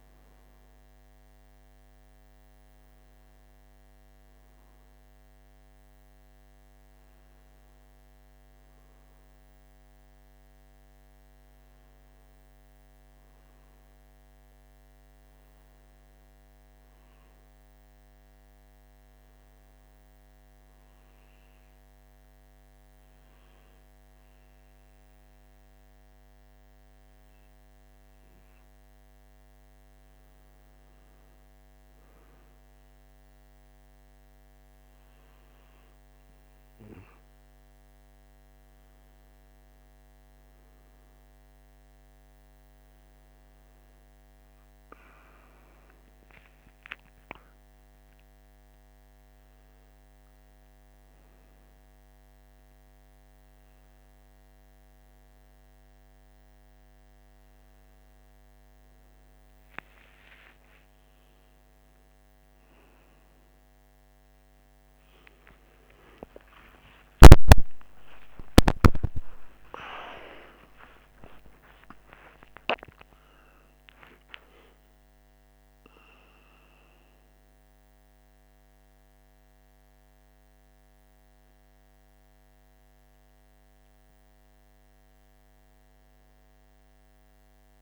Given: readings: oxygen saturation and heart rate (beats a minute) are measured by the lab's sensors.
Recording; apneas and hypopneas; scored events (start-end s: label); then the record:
a person partly awake in a sleep study, by a microphone on the trachea; 1
12.00-15.50 s: arousal
18.00-29.00 s: hypopnea (oxygen 97% before, 94% lowest, heart rate 48 before, 44 extreme, up 2 after)
31.00-34.50 s: arousal
41.50-55.50 s: oxygen desaturation (device-marked, oxygen 98% before, 95% lowest, heart rate 46 before, 48 extreme)
55.50-85.50 s: new sleep stage, awake
85.50-87.82 s: new sleep stage, N1 (lightest sleep)
From the record:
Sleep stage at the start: N1 (lightest sleep); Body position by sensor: on the right side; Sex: male